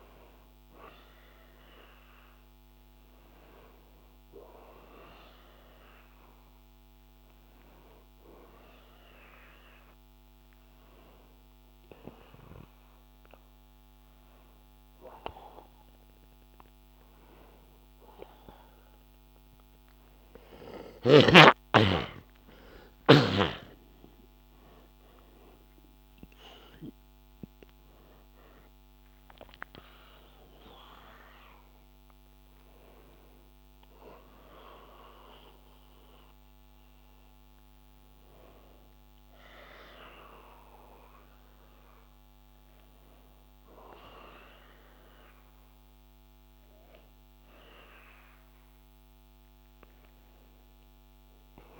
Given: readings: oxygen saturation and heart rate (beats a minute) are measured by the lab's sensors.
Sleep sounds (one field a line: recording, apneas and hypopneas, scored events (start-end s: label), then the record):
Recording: breathing in sleep by a microphone on the trachea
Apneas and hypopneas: none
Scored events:
22.00-29.50 s: arousal
From the record:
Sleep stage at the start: N1 (lightest sleep)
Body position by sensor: on the back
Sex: male